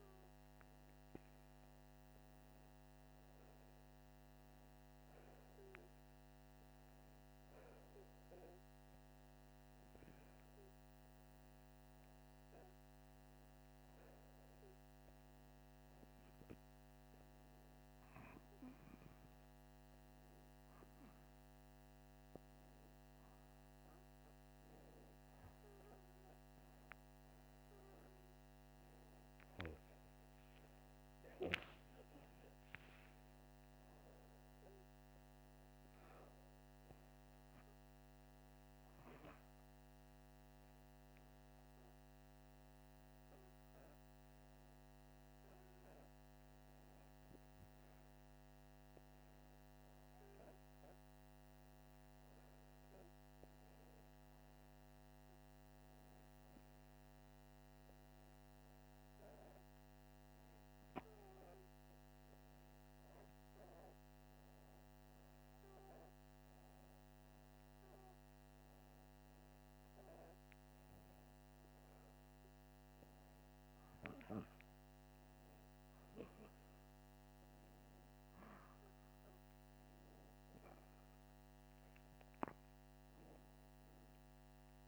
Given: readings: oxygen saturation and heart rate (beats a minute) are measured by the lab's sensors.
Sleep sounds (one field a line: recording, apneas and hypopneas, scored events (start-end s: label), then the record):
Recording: breathing in sleep, hard to hear, by a microphone on the trachea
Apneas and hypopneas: none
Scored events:
30.50-34.50 s: arousal
From the record:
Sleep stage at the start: N2 (light sleep)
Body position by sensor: upright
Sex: male